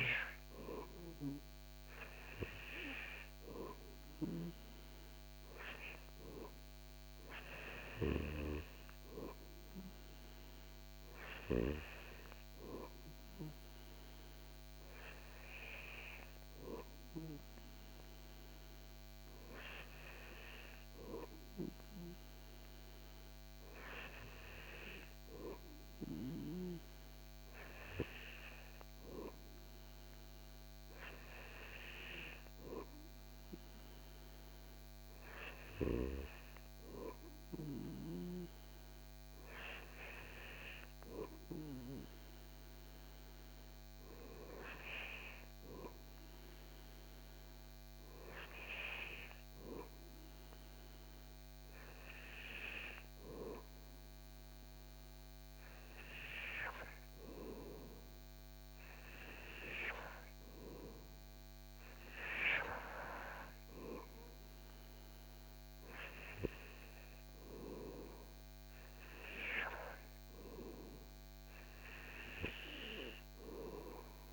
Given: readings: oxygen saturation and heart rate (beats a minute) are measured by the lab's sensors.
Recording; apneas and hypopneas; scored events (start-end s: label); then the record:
breathing in sleep by a microphone on the trachea; none
none scored
From the record:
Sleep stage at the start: N2 (light sleep); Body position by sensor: on the back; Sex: male